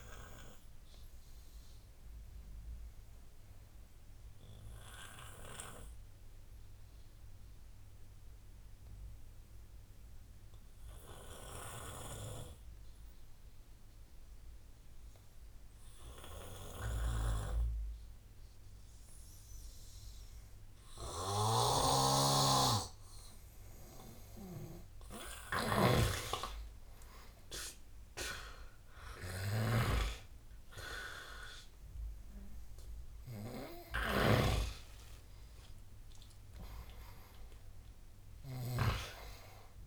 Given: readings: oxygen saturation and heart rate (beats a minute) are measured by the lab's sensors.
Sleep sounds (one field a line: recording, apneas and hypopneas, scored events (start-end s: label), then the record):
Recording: breathing in sleep by a room microphone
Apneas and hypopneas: 1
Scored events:
1.50-22.00 s: obstructive apnea (oxygen 92% before, 89% lowest, heart rate 84 before, 72 extreme, up 16 after)
22.00-26.50 s: snoring (device-marked)
24.50-28.50 s: arousal
26.00-39.87 s: oxygen desaturation (device-marked, oxygen 98% before, 89% lowest, heart rate 75 before, 68 extreme)
From the record:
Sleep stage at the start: N2 (light sleep)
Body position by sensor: on the right side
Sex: male